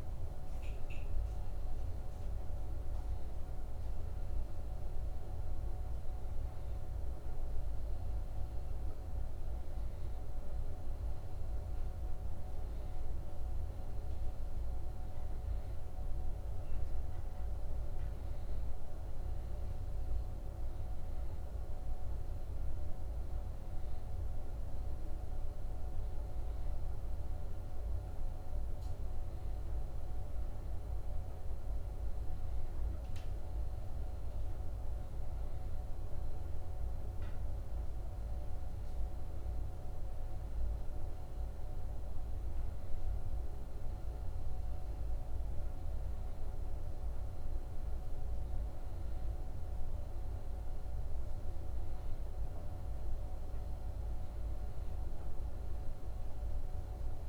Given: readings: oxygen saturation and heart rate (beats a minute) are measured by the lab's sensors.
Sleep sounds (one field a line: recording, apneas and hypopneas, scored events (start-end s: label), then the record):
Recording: breathing in sleep, hard to hear, by a room microphone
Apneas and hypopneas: none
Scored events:
none scored
From the record:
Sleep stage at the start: N2 (light sleep)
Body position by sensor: on the back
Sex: male